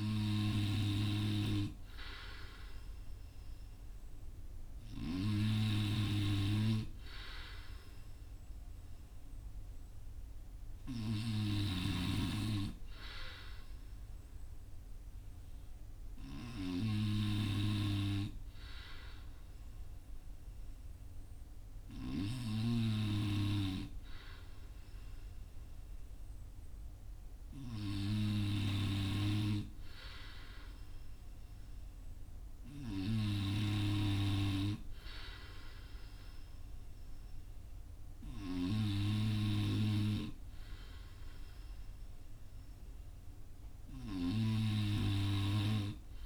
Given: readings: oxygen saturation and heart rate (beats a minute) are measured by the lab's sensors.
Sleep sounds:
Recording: breathing in sleep by a room microphone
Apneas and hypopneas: none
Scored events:
none scored
From the record:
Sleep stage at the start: N3 (deep sleep)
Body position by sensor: on the front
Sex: male

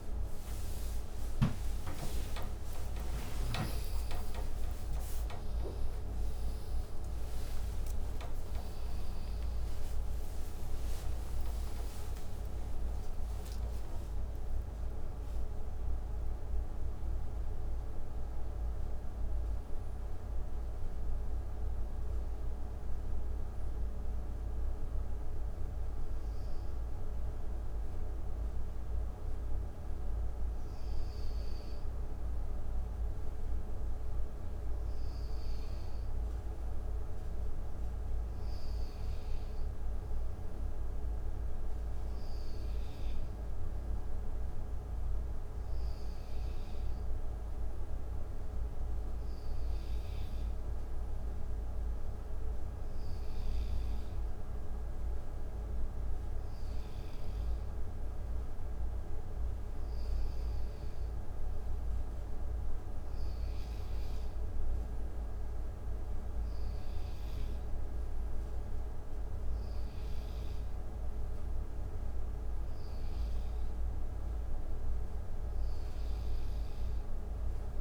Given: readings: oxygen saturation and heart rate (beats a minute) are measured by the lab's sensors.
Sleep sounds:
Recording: a person partly awake in a sleep study, hard to hear, by a room microphone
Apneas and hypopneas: none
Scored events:
0.00-5.00 s: oxygen desaturation (device-marked, oxygen 91% lowest, heart rate 54 extreme)
1.00-31.00 s: new sleep stage, awake
31.00-61.00 s: new sleep stage, N1 (lightest sleep)
42.00-55.00 s: oxygen desaturation (device-marked, oxygen 98% before, 93% lowest, heart rate 58 before, 57 extreme)
61.00-77.81 s: new sleep stage, N2 (light sleep)
From the record:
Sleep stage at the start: N2 (light sleep)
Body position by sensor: on the right side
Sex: male

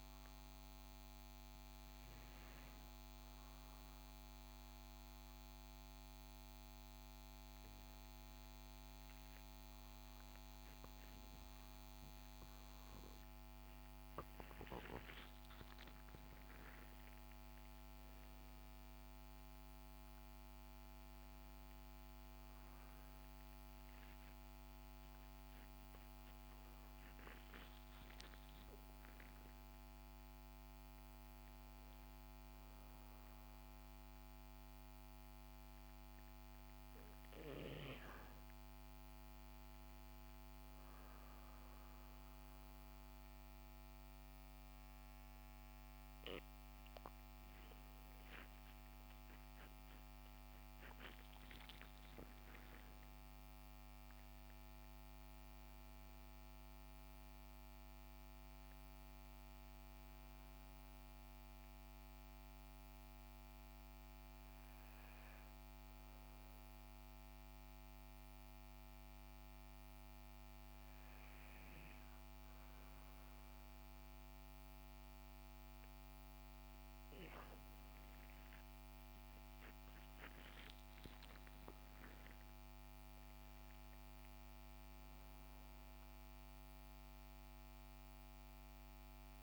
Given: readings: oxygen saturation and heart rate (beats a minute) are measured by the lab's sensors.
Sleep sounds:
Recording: a person partly awake in a sleep study, hard to hear, by a microphone on the trachea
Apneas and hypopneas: 1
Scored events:
26.50-89.43 s: new sleep stage, N2 (light sleep)
49.00-52.50 s: arousal
66.00-77.50 s: hypopnea (oxygen 97% before, 93% lowest, heart rate 70 before, 58 extreme, up 19 after)
79.00-82.50 s: arousal
From the record:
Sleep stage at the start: awake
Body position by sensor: on the right side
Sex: male

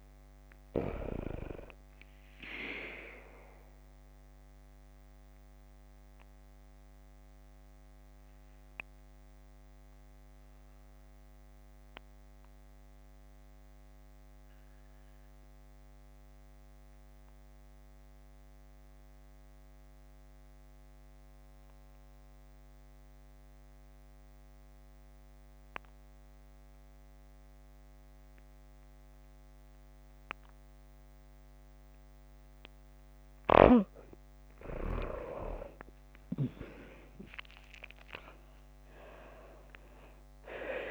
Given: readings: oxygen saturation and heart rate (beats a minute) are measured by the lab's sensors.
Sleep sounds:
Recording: breathing in sleep by a microphone on the trachea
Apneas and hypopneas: 1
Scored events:
0.00-22.00 s: oxygen desaturation (device-marked, oxygen 90% lowest, heart rate 51 extreme)
3.50-33.00 s: obstructive apnea (oxygen 95% before, 88% lowest, heart rate 61 before, 51 extreme, up 18 after)
31.00-39.00 s: oxygen desaturation (device-marked, oxygen 95% before, 90% lowest, heart rate 54 before, 56 extreme)
34.50-38.50 s: arousal
From the record:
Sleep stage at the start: N2 (light sleep)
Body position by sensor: on the back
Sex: female

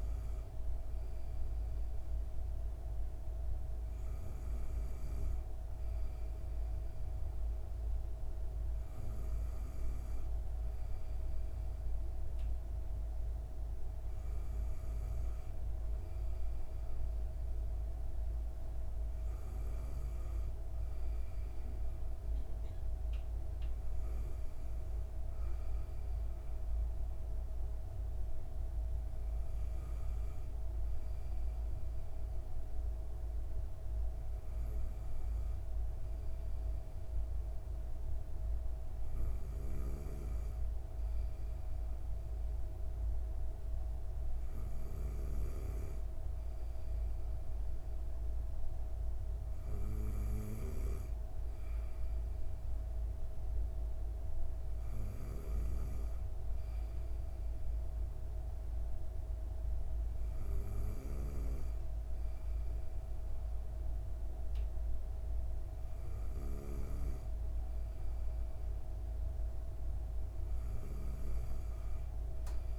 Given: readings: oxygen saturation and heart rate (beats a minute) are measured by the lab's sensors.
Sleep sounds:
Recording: breathing in sleep, hard to hear, by a room microphone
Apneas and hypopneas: none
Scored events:
none scored
From the record:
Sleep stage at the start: N2 (light sleep)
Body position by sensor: on the back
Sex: female

